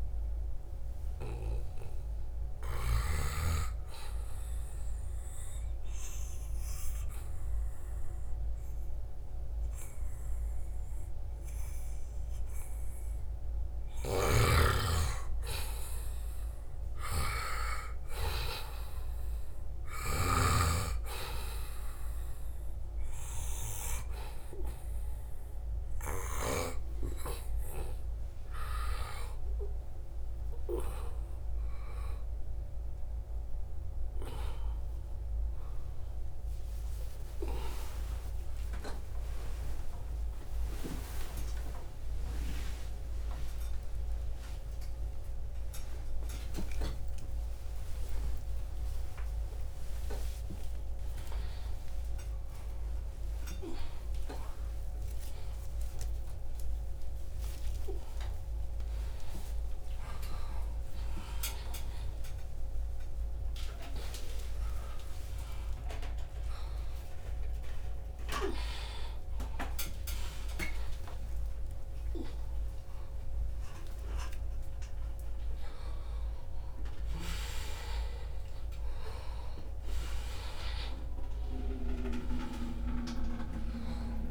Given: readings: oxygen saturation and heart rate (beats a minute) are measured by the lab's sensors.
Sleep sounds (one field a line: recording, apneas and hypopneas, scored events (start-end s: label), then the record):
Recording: a person awake in a sleep study, by a room microphone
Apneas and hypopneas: 1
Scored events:
0.00-7.00 s: oxygen desaturation (device-marked, oxygen 92% lowest, heart rate 77 extreme)
0.50-3.50 s: arousal
4.50-14.50 s: obstructive apnea (oxygen 97% before, 92% lowest, heart rate 83 before, 77 extreme, up 5 after)
14.00-20.50 s: snoring (device-marked)
14.00-84.31 s: new sleep stage, awake
37.00-39.00 s: long interval between heartbeats (device-marked, heart rate 84 before, 101 extreme)
39.00-41.00 s: long interval between heartbeats (device-marked, heart rate 86 before, 120 extreme)
53.50-55.50 s: long interval between heartbeats (device-marked, heart rate 114 before, 145 extreme)
56.00-58.00 s: long interval between heartbeats (device-marked, heart rate 123 before, 161 extreme)
61.50-63.50 s: long interval between heartbeats (device-marked, heart rate 141 before, 171 extreme)
64.50-66.50 s: long interval between heartbeats (device-marked, heart rate 149 before, 159 extreme)
71.00-73.00 s: long interval between heartbeats (device-marked, heart rate 155 before, 127 extreme)
74.00-76.00 s: long interval between heartbeats (device-marked, heart rate 156 before, 185 extreme)
76.00-78.00 s: long interval between heartbeats (device-marked, heart rate 160 before, 147 extreme)
79.00-81.00 s: long interval between heartbeats (device-marked, heart rate 157 before, 107 extreme)
From the record:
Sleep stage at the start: N2 (light sleep)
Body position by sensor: on the back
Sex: male